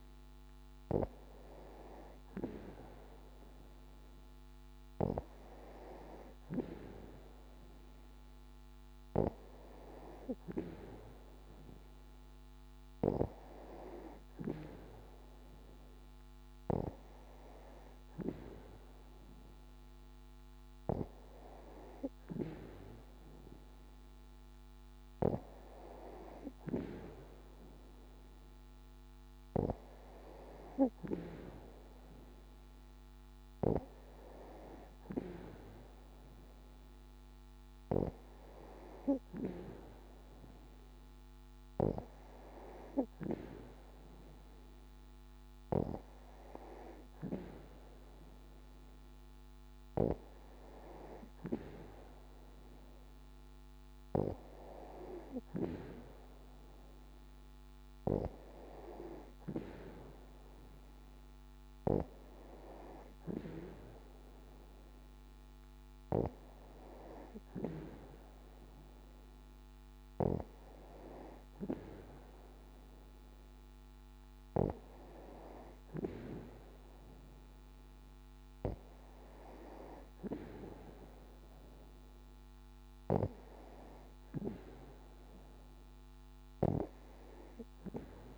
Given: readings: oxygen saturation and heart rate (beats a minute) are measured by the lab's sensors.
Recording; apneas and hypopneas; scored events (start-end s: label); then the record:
breathing in sleep by a microphone on the trachea; none
none scored
From the record:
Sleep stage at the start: N2 (light sleep); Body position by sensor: on the back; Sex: female